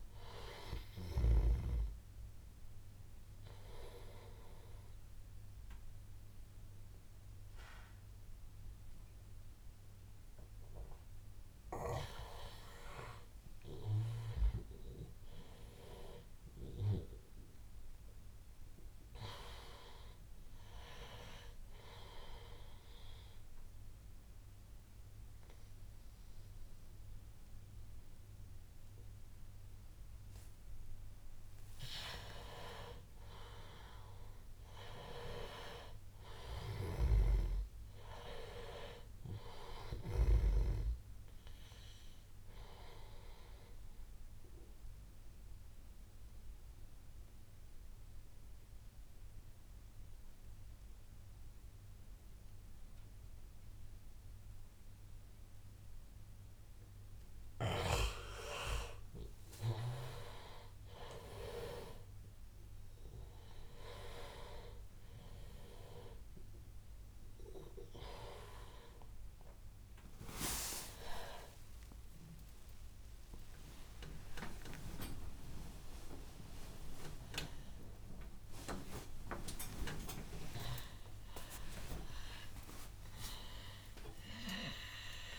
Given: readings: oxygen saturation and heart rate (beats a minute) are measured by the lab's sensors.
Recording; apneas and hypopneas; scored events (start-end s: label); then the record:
breathing in sleep by a room microphone; 3
1.00-12.00 s: obstructive apnea (oxygen 96% before, 92% lowest, heart rate 88 before, 81 extreme, up 8 after)
13.00-17.00 s: arousal
22.00-32.50 s: obstructive apnea (oxygen 97% before, 91% lowest, heart rate 90 before, 81 extreme, up 9 after)
35.00-38.00 s: arousal
43.00-57.50 s: obstructive apnea (oxygen 97% before, 91% lowest, heart rate 87 before, 83 extreme, up 6 after)
59.50-85.39 s: oxygen desaturation (device-marked, oxygen 97% before, 91% lowest, heart rate 86 before, 88 extreme)
71.50-85.39 s: new sleep stage, awake
74.00-76.00 s: long interval between heartbeats (device-marked, heart rate 88 before, 99 extreme)
82.50-84.50 s: long interval between heartbeats (device-marked, heart rate 95 before, 129 extreme)
From the record:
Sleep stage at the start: N2 (light sleep); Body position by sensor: on the back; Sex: male